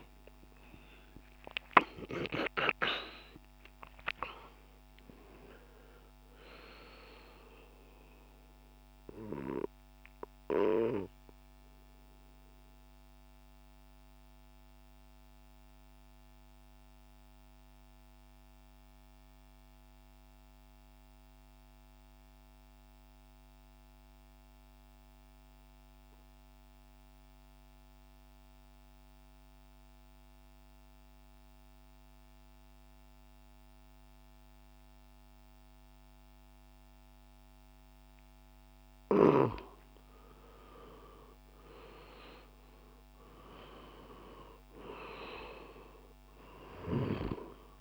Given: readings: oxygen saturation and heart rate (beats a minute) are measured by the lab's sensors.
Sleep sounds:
breathing in sleep by a microphone on the trachea; 1
0.00-2.00 s: arousal
0.00-24.00 s: oxygen desaturation (device-marked, oxygen 84% lowest, heart rate 55 extreme)
11.50-40.00 s: mixed apnea (oxygen 96% before, 84% lowest, heart rate 78 before, 55 extreme, up 5 after)
39.00-47.81 s: oxygen desaturation (device-marked, oxygen 98% before, 89% lowest, heart rate 63 before, 57 extreme)
42.00-46.50 s: arousal
From the record:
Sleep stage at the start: N2 (light sleep); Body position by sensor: on the back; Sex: male

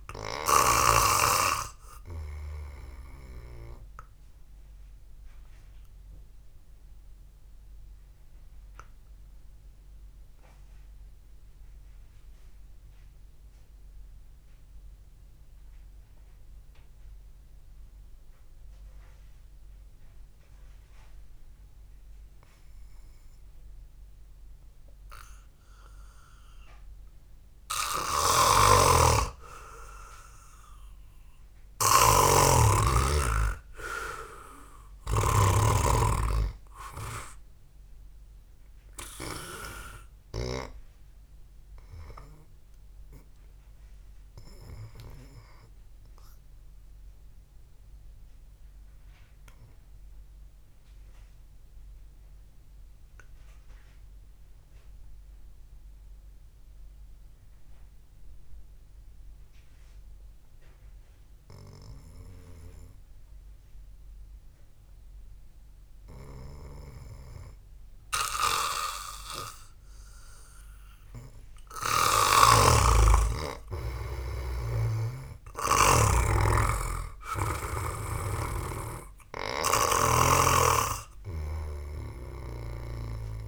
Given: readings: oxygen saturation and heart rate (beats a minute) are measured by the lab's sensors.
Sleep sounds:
breathing in sleep by a room microphone; 2
0.00-24.50 s: oxygen desaturation (device-marked, oxygen 87% lowest, heart rate 49 extreme)
6.00-8.00 s: long interval between heartbeats (device-marked, heart rate 53 before, 59 extreme)
8.00-25.00 s: obstructive apnea (oxygen 98% before, 87% lowest, heart rate 53 before, 52 extreme, up 0 after)
28.50-36.00 s: snoring (device-marked)
30.00-34.50 s: arousal
38.50-44.50 s: oxygen desaturation (device-marked, oxygen 95% before, 91% lowest, heart rate 60 before, 58 extreme)
49.00-64.50 s: mixed apnea (oxygen 96% before, 86% lowest, heart rate 58 before, 52 extreme, up 1 after)
53.50-62.50 s: oxygen desaturation (device-marked, oxygen 92% before, 88% lowest, heart rate 61 before, 52 extreme)
69.00-73.00 s: arousal
73.00-77.00 s: snoring (device-marked)
74.50-83.48 s: oxygen desaturation (device-marked, oxygen 98% before, 86% lowest, heart rate 63 before, 49 extreme)
From the record:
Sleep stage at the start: N2 (light sleep); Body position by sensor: on the back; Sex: male

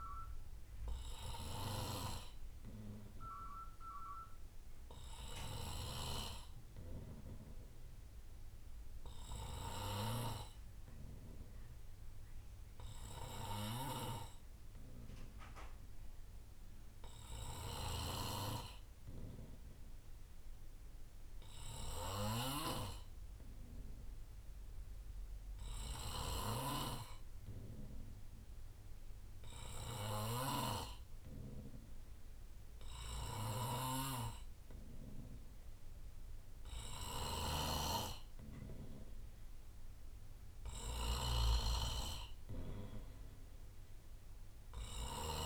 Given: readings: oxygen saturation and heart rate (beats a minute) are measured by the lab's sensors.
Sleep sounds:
breathing in sleep by a room microphone; 1
0.00-45.46 s: snoring (device-marked)
12.50-31.00 s: hypopnea (oxygen 97% before, 93% lowest, heart rate 62 before, 60 extreme, up 4 after)
22.00-33.00 s: drop in pulse transit time (device-marked, heart rate 62 before, 61 extreme)
34.00-38.00 s: arousal
From the record:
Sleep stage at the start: N2 (light sleep); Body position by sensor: on the right side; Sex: male

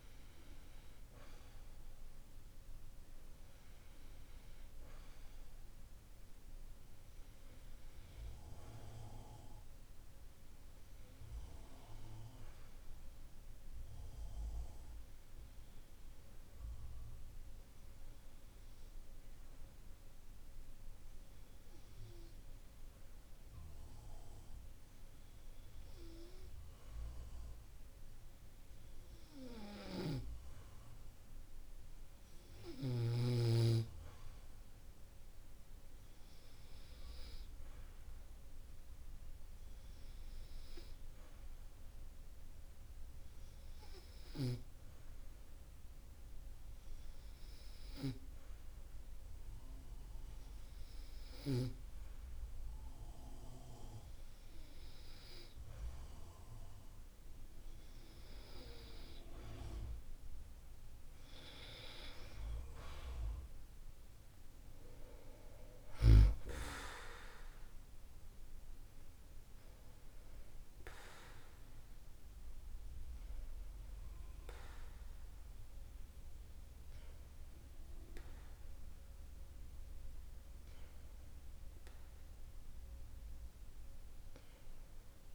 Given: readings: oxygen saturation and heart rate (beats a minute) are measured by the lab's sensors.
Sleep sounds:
breathing in sleep by a room microphone; none
none scored
From the record:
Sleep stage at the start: N2 (light sleep); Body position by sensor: on the back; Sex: male

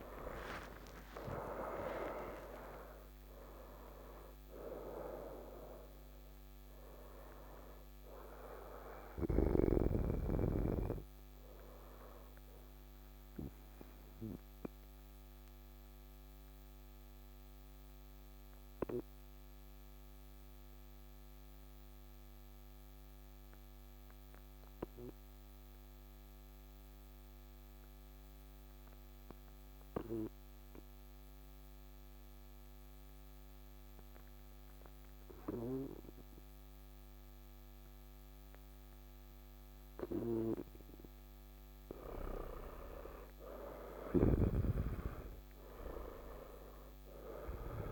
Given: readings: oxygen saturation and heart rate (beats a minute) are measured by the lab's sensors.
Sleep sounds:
breathing in sleep by a microphone on the trachea; 1
5.50-12.50 s: oxygen desaturation (device-marked, oxygen 96% before, 92% lowest, heart rate 108 before, 53 extreme)
14.00-41.50 s: obstructive apnea (oxygen 99% before, 95% lowest, heart rate 103 before, 53 extreme, up 12 after)
34.50-47.91 s: oxygen desaturation (device-marked, oxygen 100% before, 95% lowest, heart rate 55 before, 54 extreme)
43.50-47.50 s: arousal
From the record:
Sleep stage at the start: N2 (light sleep); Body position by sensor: on the back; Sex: male

